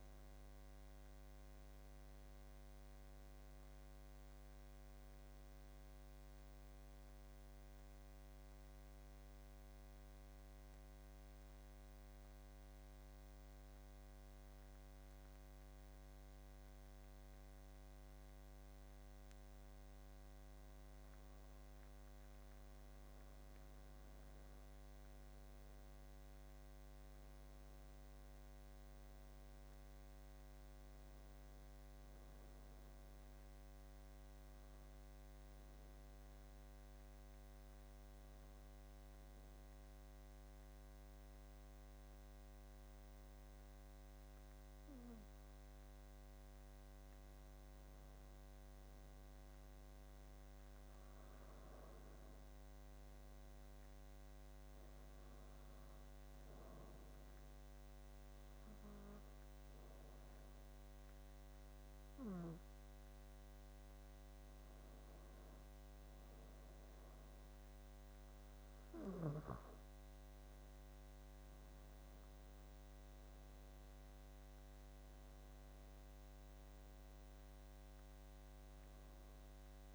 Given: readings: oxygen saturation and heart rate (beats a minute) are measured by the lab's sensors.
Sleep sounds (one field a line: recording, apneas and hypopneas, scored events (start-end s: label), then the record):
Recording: breathing in sleep, hard to hear, by a microphone on the trachea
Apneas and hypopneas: 3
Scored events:
0.00-9.00 s: oxygen desaturation (device-marked, oxygen 92% lowest, heart rate 81 extreme)
11.00-23.00 s: mixed apnea (oxygen 96% before, 90% lowest, heart rate 87 before, 80 extreme, up 9 after)
25.00-29.00 s: arousal
27.00-42.00 s: oxygen desaturation (device-marked, oxygen 94% before, 90% lowest, heart rate 84 before, 79 extreme)
34.00-46.50 s: obstructive apnea (oxygen 94% before, 90% lowest, heart rate 86 before, 79 extreme, up 6 after)
48.50-52.00 s: arousal
54.00-65.00 s: oxygen desaturation (device-marked, oxygen 94% before, 90% lowest, heart rate 82 before, 76 extreme)
57.00-68.00 s: hypopnea (oxygen 94% before, 87% lowest, heart rate 83 before, 76 extreme, up 9 after)
70.00-74.00 s: arousal
From the record:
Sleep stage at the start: N2 (light sleep)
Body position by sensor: on the back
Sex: male